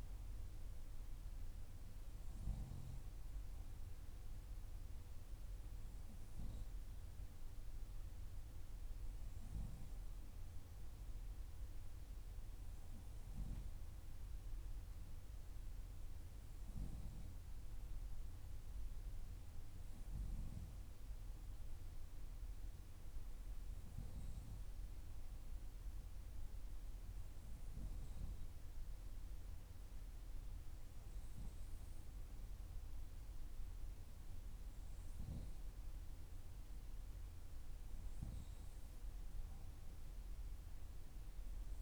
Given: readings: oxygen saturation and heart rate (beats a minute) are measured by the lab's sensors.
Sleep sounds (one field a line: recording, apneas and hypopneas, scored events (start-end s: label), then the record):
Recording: breathing in sleep, hard to hear, by a room microphone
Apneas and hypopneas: none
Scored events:
none scored
From the record:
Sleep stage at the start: N2 (light sleep)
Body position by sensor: on the back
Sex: female